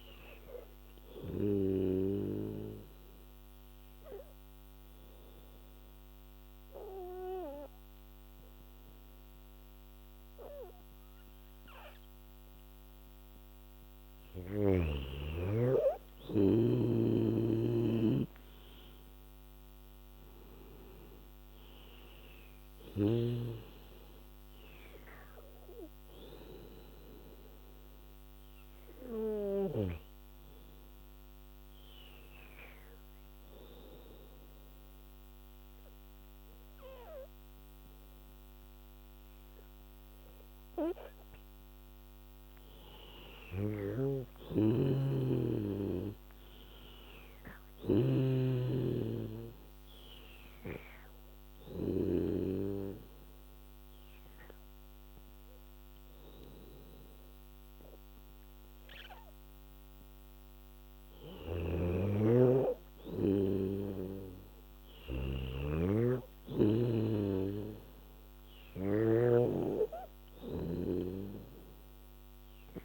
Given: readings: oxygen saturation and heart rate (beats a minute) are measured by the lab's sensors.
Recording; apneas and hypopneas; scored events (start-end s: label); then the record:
breathing in sleep by a microphone on the trachea; 3
0.00-9.50 s: oxygen desaturation (device-marked, oxygen 88% lowest, heart rate 68 extreme)
1.00-12.00 s: obstructive apnea (oxygen 99% before, 88% lowest, heart rate 81 before, 68 extreme, up 5 after)
15.00-18.50 s: arousal
16.50-37.50 s: oxygen desaturation (device-marked, oxygen 99% before, 89% lowest, heart rate 81 before, 68 extreme)
17.00-23.50 s: snoring (device-marked)
31.50-42.50 s: obstructive apnea (oxygen 99% before, 91% lowest, heart rate 80 before, 79 extreme, up 7 after)
43.50-46.50 s: arousal
44.00-52.00 s: snoring (device-marked)
47.50-57.50 s: oxygen desaturation (device-marked, oxygen 98% before, 91% lowest, heart rate 77 before, 80 extreme)
51.00-61.50 s: obstructive apnea (oxygen 98% before, 91% lowest, heart rate 79 before, 74 extreme, up 4 after)
61.50-69.50 s: snoring (device-marked)
62.50-65.00 s: arousal
65.50-72.85 s: oxygen desaturation (device-marked, oxygen 97% before, 92% lowest, heart rate 82 before, 74 extreme)
From the record:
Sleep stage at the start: N2 (light sleep); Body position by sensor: on the back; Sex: female